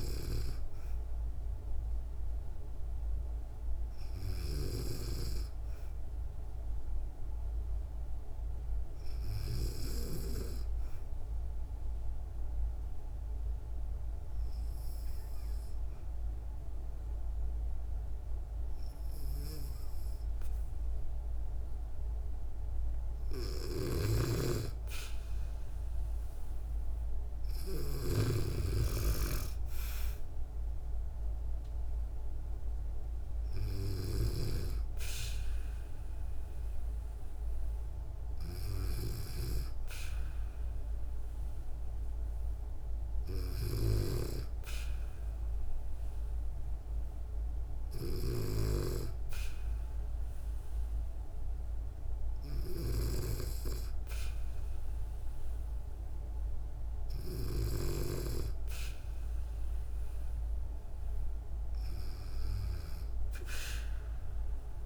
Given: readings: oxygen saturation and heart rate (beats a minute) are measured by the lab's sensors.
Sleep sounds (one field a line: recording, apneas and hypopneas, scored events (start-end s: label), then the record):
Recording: breathing in sleep by a room microphone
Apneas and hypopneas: 1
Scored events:
11.00-22.00 s: obstructive apnea (oxygen 96% before, 93% lowest, heart rate 63 before, 63 extreme, up 1 after)
22.50-26.50 s: arousal
23.00-28.00 s: snoring (device-marked)
27.50-49.50 s: oxygen desaturation (device-marked, oxygen 96% before, 93% lowest, heart rate 64 before, 62 extreme)
From the record:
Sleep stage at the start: N2 (light sleep)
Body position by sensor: on the back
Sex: female